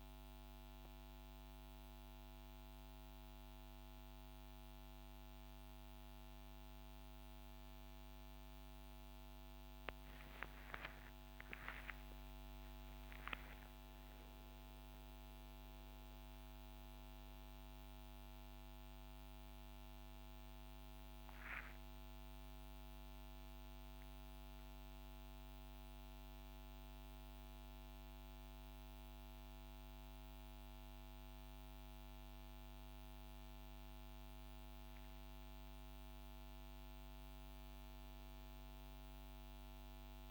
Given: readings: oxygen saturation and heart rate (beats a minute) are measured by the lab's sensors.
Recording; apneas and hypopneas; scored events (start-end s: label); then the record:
a person awake in a sleep study, hard to hear, by a microphone on the trachea; none
none scored
From the record:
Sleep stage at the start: awake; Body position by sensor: upright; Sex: male